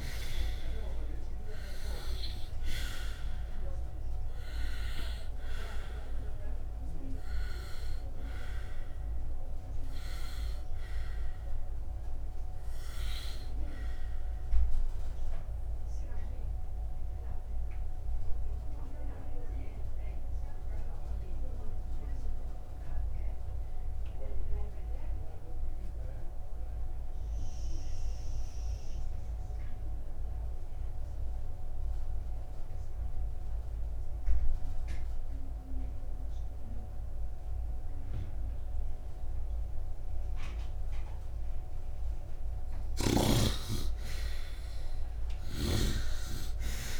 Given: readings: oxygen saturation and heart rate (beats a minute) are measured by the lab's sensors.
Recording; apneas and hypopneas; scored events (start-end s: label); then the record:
breathing in sleep by a room microphone; 1
0.00-1.00 s: arousal
0.00-23.50 s: oxygen desaturation (device-marked, oxygen 75% lowest, heart rate 59 extreme)
15.00-42.50 s: obstructive apnea (oxygen 99% before, 75% lowest, heart rate 64 before, 59 extreme, up 0 after)
38.50-47.00 s: oxygen desaturation (device-marked, oxygen 98% before, 75% lowest, heart rate 68 before, 53 extreme)
43.50-47.00 s: arousal
45.50-47.00 s: snoring (device-marked)
From the record:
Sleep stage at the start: N2 (light sleep); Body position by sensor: upright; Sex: male